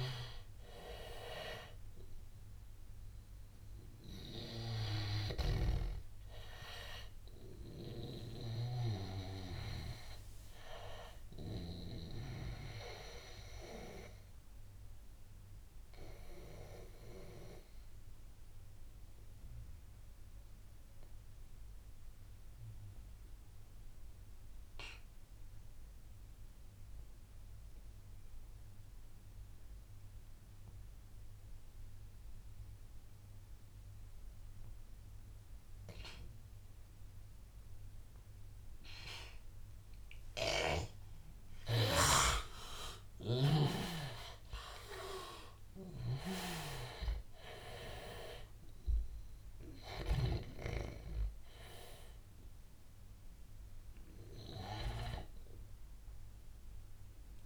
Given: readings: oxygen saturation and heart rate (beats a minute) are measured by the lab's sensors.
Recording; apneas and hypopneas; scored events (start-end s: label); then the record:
breathing in sleep by a room microphone; 1
0.00-14.50 s: oxygen desaturation (device-marked, oxygen 83% lowest, heart rate 74 extreme)
5.00-8.50 s: snoring (device-marked)
12.00-40.50 s: obstructive apnea (oxygen 98% before, 83% lowest, heart rate 91 before, 74 extreme, up 16 after)
34.50-57.46 s: oxygen desaturation (device-marked, oxygen 98% before, 83% lowest, heart rate 81 before, 76 extreme)
43.00-47.00 s: arousal
From the record:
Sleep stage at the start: N2 (light sleep); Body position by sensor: on the back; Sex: male